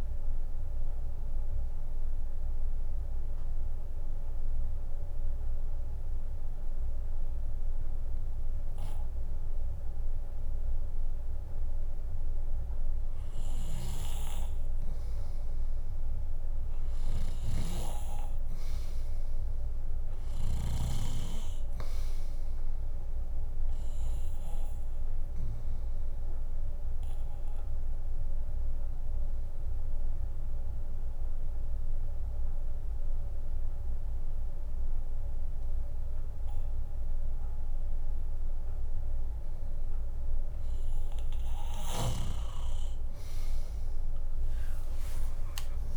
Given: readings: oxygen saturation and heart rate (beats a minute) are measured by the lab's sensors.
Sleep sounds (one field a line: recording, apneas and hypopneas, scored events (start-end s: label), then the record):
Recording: breathing in sleep by a room microphone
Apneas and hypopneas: none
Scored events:
11.00-20.00 s: bradycardia (device-marked, heart rate 73 before, 57 extreme)
25.00-35.00 s: drop in pulse transit time (device-marked, heart rate 59 before, 64 extreme)
36.00-42.00 s: bradycardia (device-marked, heart rate 72 before, 56 extreme)
44.00-45.96 s: arousal
From the record:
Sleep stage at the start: N2 (light sleep)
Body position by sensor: on the left side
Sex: female